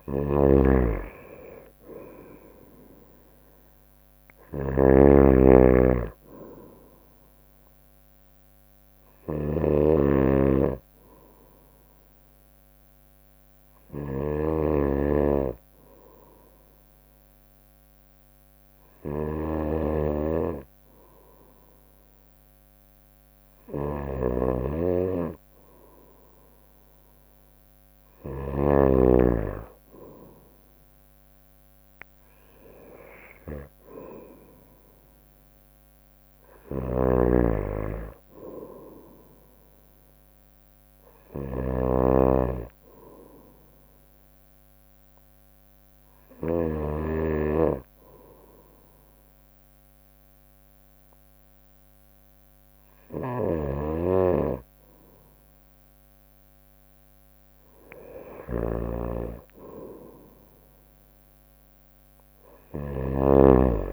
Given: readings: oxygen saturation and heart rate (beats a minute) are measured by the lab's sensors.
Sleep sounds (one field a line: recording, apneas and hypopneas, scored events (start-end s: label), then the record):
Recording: breathing in sleep by a microphone on the trachea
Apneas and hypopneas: 2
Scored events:
0.00-28.50 s: snoring (device-marked)
1.00-6.00 s: arousal
7.50-17.50 s: bradycardia (device-marked, heart rate 64 before, 58 extreme)
9.00-26.50 s: obstructive apnea (oxygen 98% before, 94% lowest, heart rate 60 before, 57 extreme, up 4 after)
28.50-33.00 s: arousal
31.50-41.50 s: drop in pulse transit time (device-marked, heart rate 60 before, 58 extreme)
36.50-44.50 s: bradycardia (device-marked, heart rate 64 before, 57 extreme)
36.50-46.50 s: snoring (device-marked)
41.00-55.50 s: obstructive apnea (oxygen 97% before, 93% lowest, heart rate 61 before, 59 extreme, up 1 after)
53.00-63.93 s: snoring (device-marked)
57.50-63.93 s: drop in pulse transit time (device-marked, heart rate 60 before, 60 extreme)
58.50-62.50 s: arousal
From the record:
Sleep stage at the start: N2 (light sleep)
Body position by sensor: on the right side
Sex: female